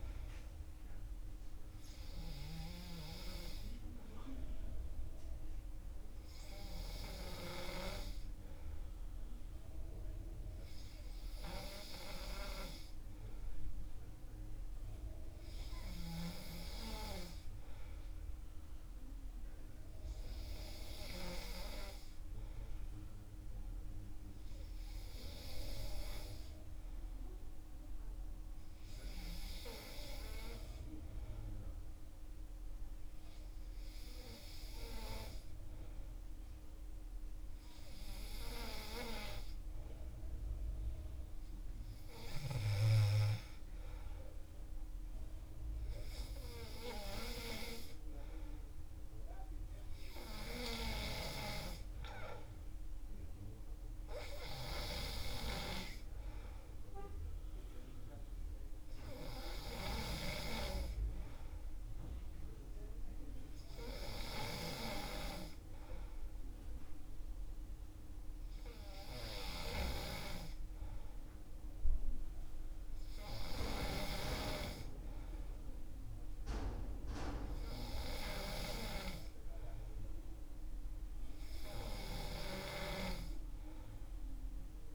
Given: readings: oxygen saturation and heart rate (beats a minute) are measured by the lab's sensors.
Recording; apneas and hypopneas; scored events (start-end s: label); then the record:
breathing in sleep by a room microphone; none
none scored
From the record:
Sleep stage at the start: N2 (light sleep); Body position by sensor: on the back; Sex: male